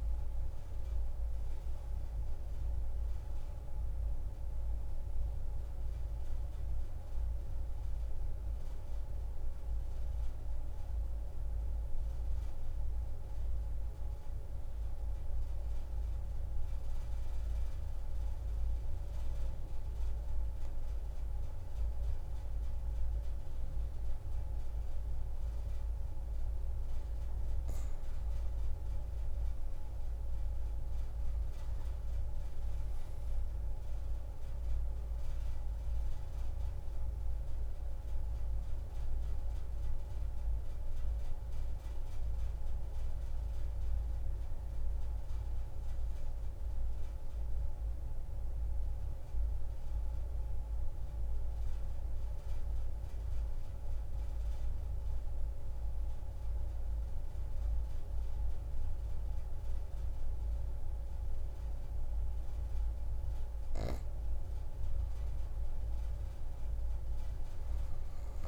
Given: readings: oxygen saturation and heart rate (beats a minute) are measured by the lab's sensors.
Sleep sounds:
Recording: breathing in sleep, hard to hear, by a room microphone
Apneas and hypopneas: 2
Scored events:
0.00-1.50 s: arousal
0.00-11.00 s: oxygen desaturation (device-marked, oxygen 91% lowest)
9.50-26.50 s: mixed apnea (oxygen 95% before, 90% lowest)
29.50-33.50 s: arousal
30.00-52.00 s: oxygen desaturation (device-marked, oxygen 96% before, 90% lowest)
46.00-63.50 s: mixed apnea (oxygen 96% before, 84% lowest)
66.00-68.48 s: oxygen desaturation (device-marked, oxygen 96% before, 90% lowest)
67.00-68.48 s: arousal
From the record:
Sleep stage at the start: N2 (light sleep)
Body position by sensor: on the back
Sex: female

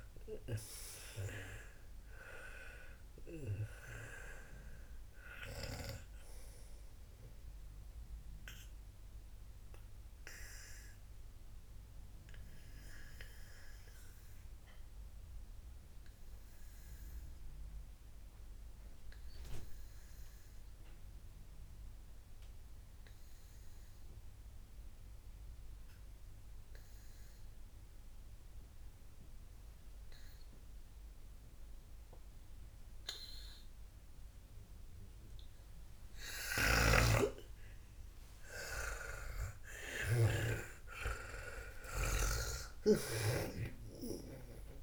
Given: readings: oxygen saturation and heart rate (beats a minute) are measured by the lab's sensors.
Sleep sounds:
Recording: breathing in sleep by a room microphone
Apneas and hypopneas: 1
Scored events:
0.00-17.50 s: oxygen desaturation (device-marked, oxygen 93% lowest, heart rate 54 extreme)
6.50-35.50 s: obstructive apnea (oxygen 99% before, 90% lowest, heart rate 66 before, 54 extreme, up 34 after)
34.50-44.82 s: oxygen desaturation (device-marked, oxygen 98% before, 90% lowest, heart rate 56 before, 55 extreme)
37.00-41.00 s: snoring (device-marked)
37.50-42.50 s: arousal
From the record:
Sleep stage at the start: N2 (light sleep)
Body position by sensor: on the back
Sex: female

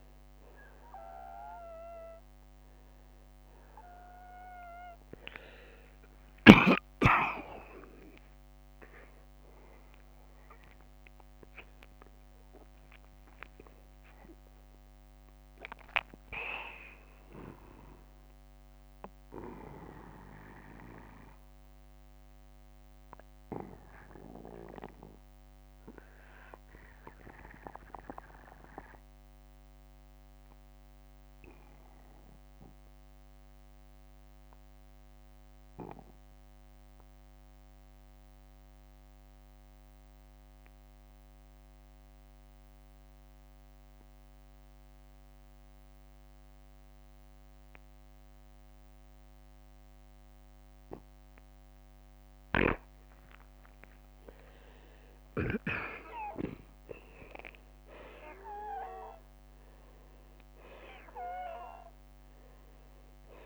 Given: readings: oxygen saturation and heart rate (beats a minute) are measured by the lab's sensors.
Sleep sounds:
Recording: breathing in sleep by a microphone on the trachea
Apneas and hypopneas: 1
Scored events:
0.00-4.00 s: oxygen desaturation (device-marked, oxygen 92% lowest, heart rate 49 extreme)
7.00-12.00 s: arousal
13.00-42.00 s: oxygen desaturation (device-marked, oxygen 94% before, 86% lowest, heart rate 62 before, 43 extreme)
20.50-22.50 s: long interval between heartbeats (device-marked, heart rate 64 before, 60 extreme)
29.00-52.50 s: obstructive apnea (oxygen 94% before, 83% lowest, heart rate 60 before, 43 extreme, up 25 after)
43.50-45.50 s: long interval between heartbeats (device-marked, heart rate 50 before, 50 extreme)
54.00-59.00 s: arousal
55.00-62.00 s: oxygen desaturation (device-marked, oxygen 97% before, 90% lowest, heart rate 48 before, 49 extreme)
56.50-58.50 s: long interval between heartbeats (device-marked, heart rate 49 before, 64 extreme)
From the record:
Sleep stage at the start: N2 (light sleep)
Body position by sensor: on the back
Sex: male

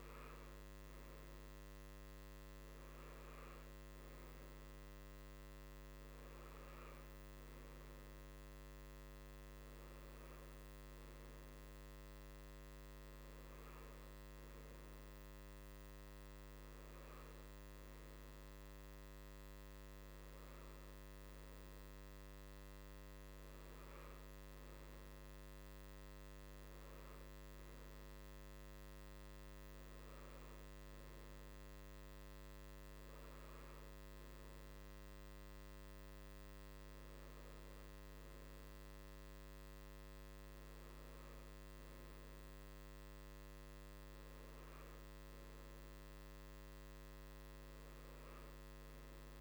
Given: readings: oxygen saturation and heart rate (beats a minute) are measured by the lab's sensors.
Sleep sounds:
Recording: breathing in sleep, hard to hear, by a microphone on the trachea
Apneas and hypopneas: none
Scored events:
none scored
From the record:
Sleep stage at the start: N2 (light sleep)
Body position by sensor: on the right side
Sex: male

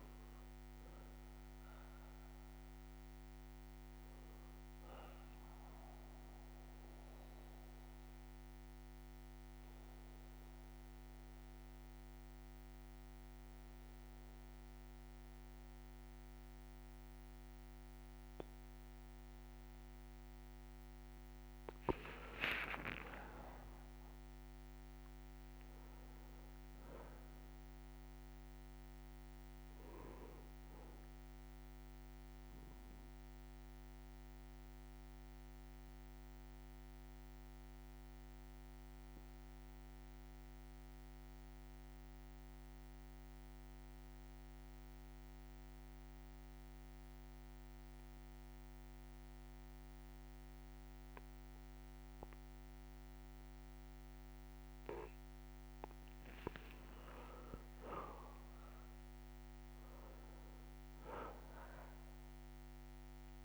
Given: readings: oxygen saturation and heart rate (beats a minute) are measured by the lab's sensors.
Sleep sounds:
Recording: breathing in sleep by a microphone on the trachea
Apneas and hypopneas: 2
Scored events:
7.00-21.00 s: obstructive apnea (oxygen 99% before, 93% lowest, heart rate 62 before, 59 extreme, up 5 after)
12.00-17.00 s: bradycardia (device-marked, heart rate 63 before, 59 extreme)
22.00-26.00 s: arousal
26.00-43.00 s: oxygen desaturation (device-marked, oxygen 98% before, 95% lowest, heart rate 61 before, 59 extreme)
33.50-54.50 s: obstructive apnea (oxygen 98% before, 93% lowest, heart rate 61 before, 59 extreme, up 5 after)
36.00-39.00 s: bradycardia (device-marked, heart rate 63 before, 60 extreme)
56.00-59.50 s: arousal
59.00-63.45 s: oxygen desaturation (device-marked, oxygen 98% before, 93% lowest, heart rate 61 before, 60 extreme)
From the record:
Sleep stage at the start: N2 (light sleep)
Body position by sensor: on the back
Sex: male

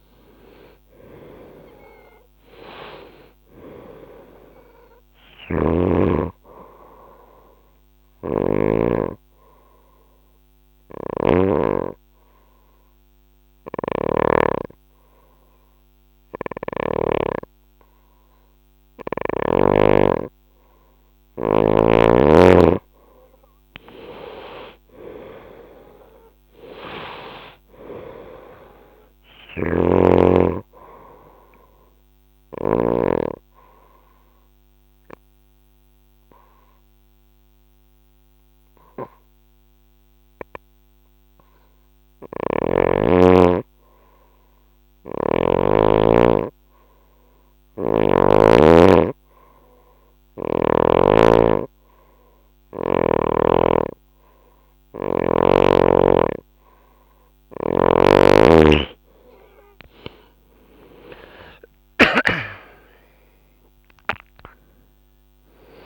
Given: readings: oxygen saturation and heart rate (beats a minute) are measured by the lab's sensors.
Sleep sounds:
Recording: breathing in sleep by a microphone on the trachea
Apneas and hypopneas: 2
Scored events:
0.00-1.50 s: arousal
0.00-14.00 s: oxygen desaturation (device-marked, oxygen 89% lowest, heart rate 65 extreme)
4.50-14.00 s: snoring (device-marked)
8.00-21.00 s: obstructive apnea (oxygen 96% before, 90% lowest, heart rate 74 before, 63 extreme, up 9 after)
21.50-26.50 s: arousal
26.00-39.00 s: oxygen desaturation (device-marked, oxygen 97% before, 92% lowest, heart rate 69 before, 63 extreme)
29.00-32.50 s: snoring (device-marked)
30.00-43.00 s: obstructive apnea (oxygen 97% before, 91% lowest, heart rate 69 before, 63 extreme, up 6 after)
47.00-50.50 s: snoring (device-marked)
51.00-65.85 s: oxygen desaturation (device-marked, oxygen 97% before, 91% lowest, heart rate 68 before, 59 extreme)
57.50-62.00 s: snoring (device-marked)
60.00-64.00 s: arousal
From the record:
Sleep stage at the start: N2 (light sleep)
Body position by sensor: on the right side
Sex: female

